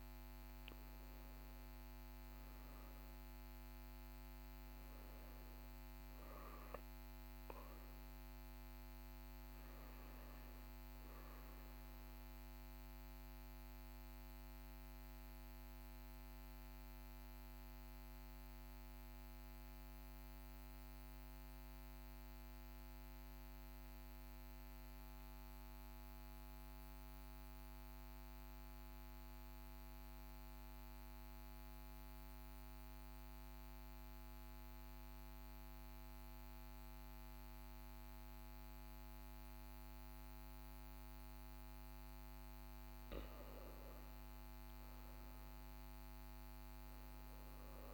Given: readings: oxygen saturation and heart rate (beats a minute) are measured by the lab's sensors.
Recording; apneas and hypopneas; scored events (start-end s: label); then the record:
breathing in sleep, hard to hear, by a microphone on the trachea; 1
0.00-11.00 s: oxygen desaturation (device-marked, oxygen 90% lowest, heart rate 42 extreme)
14.00-43.50 s: obstructive apnea (oxygen 99% before, 94% lowest, heart rate 44 before, 42 extreme, up 2 after)
43.00-47.94 s: oxygen desaturation (device-marked, oxygen 98% before, 94% lowest, heart rate 42 before, 42 extreme)
46.00-47.94 s: arousal
From the record:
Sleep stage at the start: N2 (light sleep); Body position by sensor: on the right side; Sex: male